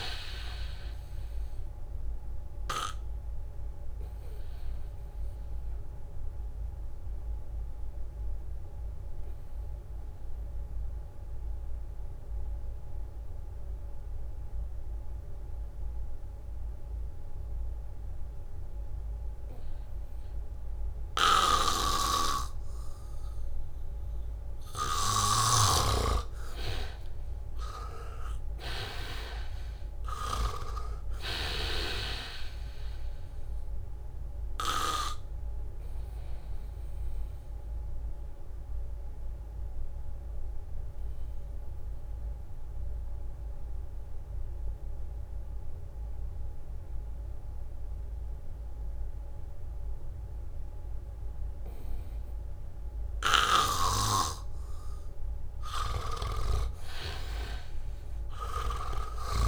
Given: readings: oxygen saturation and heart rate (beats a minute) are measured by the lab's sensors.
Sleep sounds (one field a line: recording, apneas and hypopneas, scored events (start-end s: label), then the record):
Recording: breathing in sleep by a room microphone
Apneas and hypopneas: 2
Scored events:
0.00-16.50 s: oxygen desaturation (device-marked, oxygen 82% lowest, heart rate 74 extreme)
2.50-24.00 s: obstructive apnea (oxygen 98% before, 82% lowest, heart rate 76 before, 74 extreme, up 1 after)
21.50-23.00 s: leg movement (device-marked)
21.50-32.00 s: snoring (device-marked)
22.50-48.50 s: oxygen desaturation (device-marked, oxygen 98% before, 82% lowest, heart rate 76 before, 72 extreme)
26.50-30.00 s: arousal
37.50-54.00 s: obstructive apnea (oxygen 98% before, 82% lowest, heart rate 75 before, 72 extreme, up 0 after)
54.50-59.47 s: oxygen desaturation (device-marked, oxygen 98% before, 82% lowest, heart rate 77 before, 72 extreme)
56.00-59.47 s: leg movement (device-marked)
56.50-59.47 s: snoring (device-marked)
57.00-59.47 s: arousal
From the record:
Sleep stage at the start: N2 (light sleep)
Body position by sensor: on the back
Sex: male